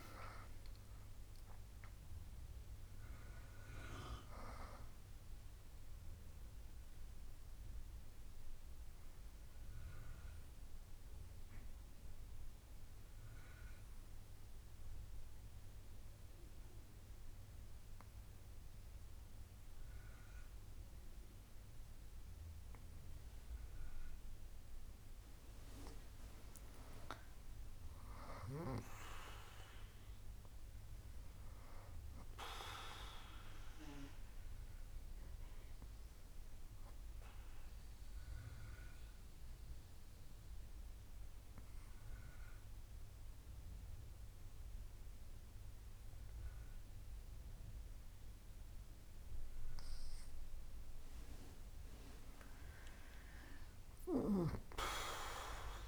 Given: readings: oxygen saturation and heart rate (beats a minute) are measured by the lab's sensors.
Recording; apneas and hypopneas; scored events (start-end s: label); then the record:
breathing in sleep by a room microphone; 2
7.00-25.50 s: obstructive apnea (oxygen 98% before, 96% lowest, heart rate 74 before, 63 extreme, up 3 after)
27.50-32.00 s: arousal
36.00-50.00 s: obstructive apnea (oxygen 99% before, 96% lowest, heart rate 70 before, 64 extreme, up 9 after)
52.50-55.87 s: arousal
From the record:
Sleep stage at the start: N2 (light sleep); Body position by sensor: on the back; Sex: female